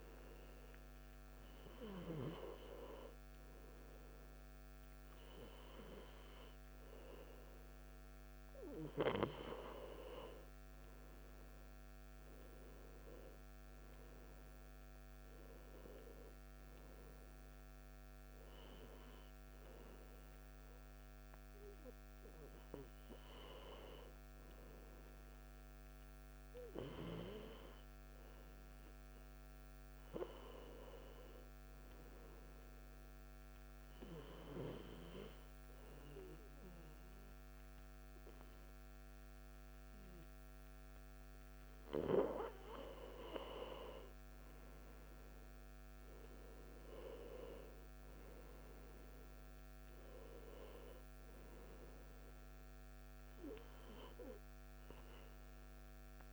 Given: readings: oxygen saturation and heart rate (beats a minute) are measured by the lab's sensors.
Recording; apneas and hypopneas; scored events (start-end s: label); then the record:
breathing in sleep by a microphone on the trachea; 1
13.50-17.50 s: arousal
32.50-42.50 s: hypopnea (oxygen 94% before, 90% lowest, heart rate 65 before, 61 extreme, up 3 after)
44.50-48.50 s: arousal
From the record:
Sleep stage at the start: N2 (light sleep); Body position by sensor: on the back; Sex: male